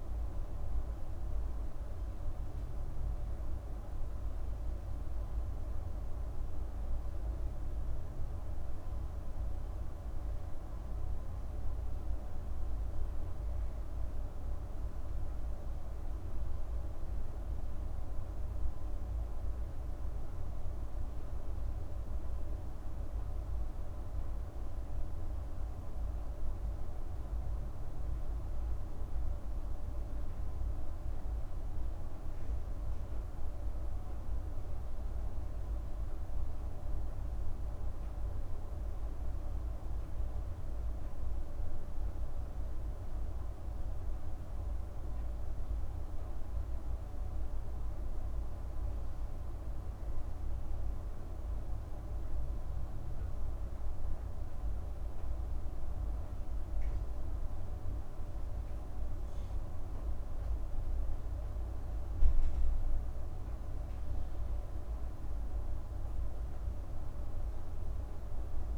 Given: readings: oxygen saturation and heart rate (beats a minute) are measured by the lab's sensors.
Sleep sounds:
a person awake in a sleep study, hard to hear, by a room microphone; none
none scored
From the record:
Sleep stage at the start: awake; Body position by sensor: on the back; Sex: female

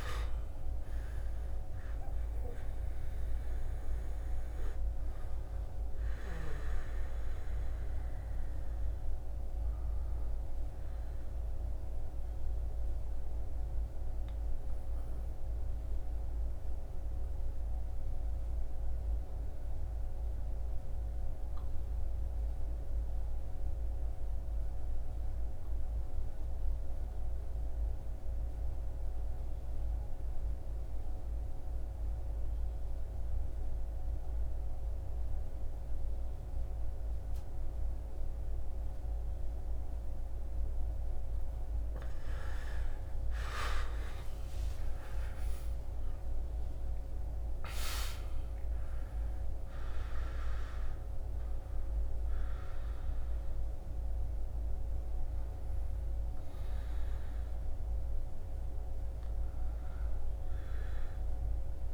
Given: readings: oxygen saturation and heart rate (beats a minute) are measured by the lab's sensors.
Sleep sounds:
breathing in sleep, hard to hear, by a room microphone; 1
0.00-22.00 s: oxygen desaturation (device-marked, oxygen 72% lowest, heart rate 68 extreme)
11.00-41.00 s: obstructive apnea (oxygen 95% before, 72% lowest, heart rate 82 before, 71 extreme, up 13 after)
31.00-61.94 s: new sleep stage, N2 (light sleep)
41.00-61.94 s: oxygen desaturation (device-marked, oxygen 96% before, 78% lowest, heart rate 76 before, 69 extreme)
43.50-49.00 s: arousal
From the record:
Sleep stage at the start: REM sleep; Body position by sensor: on the back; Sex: male

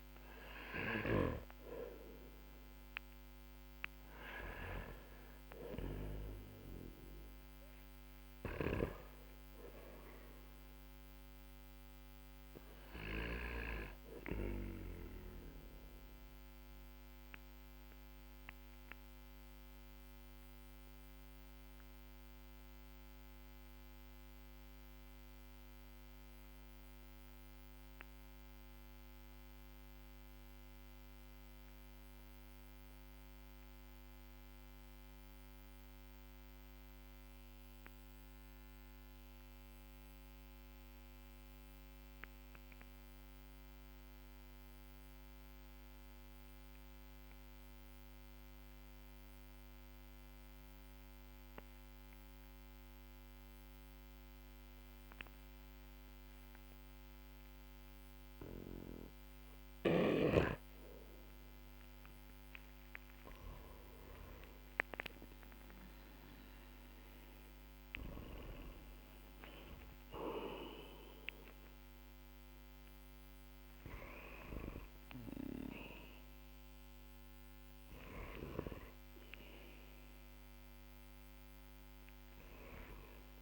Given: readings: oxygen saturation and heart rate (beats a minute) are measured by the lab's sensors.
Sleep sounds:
breathing in sleep by a microphone on the trachea; 1
7.50-13.00 s: snoring (device-marked)
14.50-61.50 s: obstructive apnea (oxygen 98% before, 92% lowest, heart rate 53 before, 44 extreme, up 3 after)
22.00-40.00 s: oxygen desaturation (device-marked, oxygen 95% before, 92% lowest, heart rate 51 before, 44 extreme)
63.50-69.50 s: arousal
70.00-83.42 s: oxygen desaturation (device-marked, oxygen 97% before, 94% lowest, heart rate 53 before, 45 extreme)
From the record:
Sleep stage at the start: N2 (light sleep); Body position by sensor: on the back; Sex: male

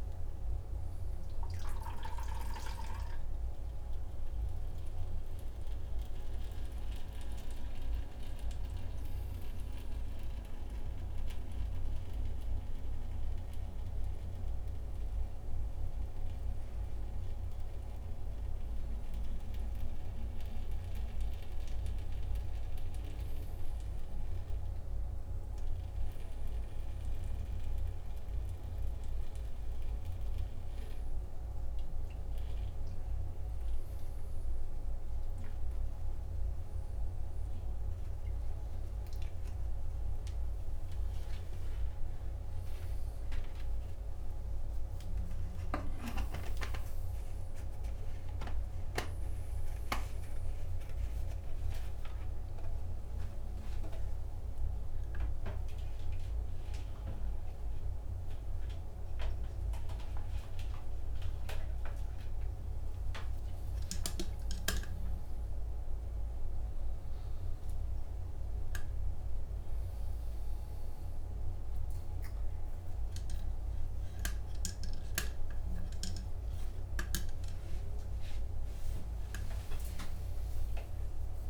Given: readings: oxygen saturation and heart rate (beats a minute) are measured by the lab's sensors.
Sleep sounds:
a person awake in a sleep study, by a room microphone; none
1.00-5.00 s: oxygen desaturation (device-marked, oxygen 98% before, 94% lowest, heart rate 77 before, 69 extreme)
43.00-48.00 s: oxygen desaturation (device-marked, oxygen 98% before, 95% lowest, heart rate 74 before, 60 extreme)
From the record:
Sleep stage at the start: awake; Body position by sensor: upright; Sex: male

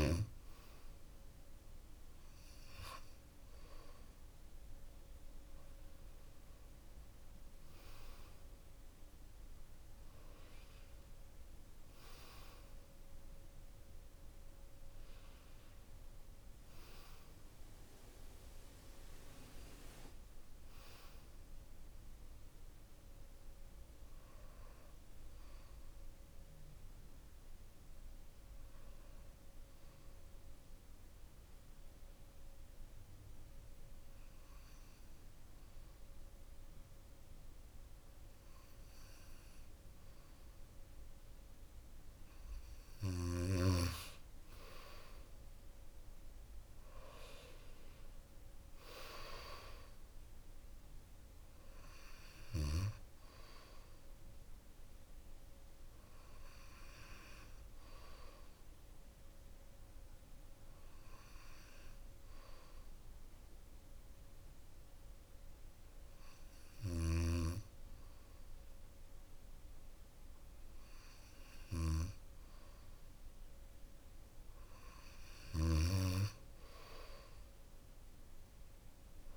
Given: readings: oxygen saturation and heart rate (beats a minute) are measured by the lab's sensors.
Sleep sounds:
breathing in sleep by a room microphone; 2
21.50-25.50 s: arousal
29.00-40.00 s: obstructive apnea (oxygen 94% before, 92% lowest, heart rate 60 before, 55 extreme, up 6 after)
45.00-49.00 s: arousal
47.00-70.00 s: oxygen desaturation (device-marked, oxygen 97% before, 92% lowest, heart rate 56 before, 55 extreme)
61.00-72.00 s: hypopnea (oxygen 97% before, 92% lowest, heart rate 66 before, 55 extreme, up 15 after)
74.00-76.50 s: arousal
From the record:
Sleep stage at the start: N2 (light sleep); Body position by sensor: on the back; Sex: male

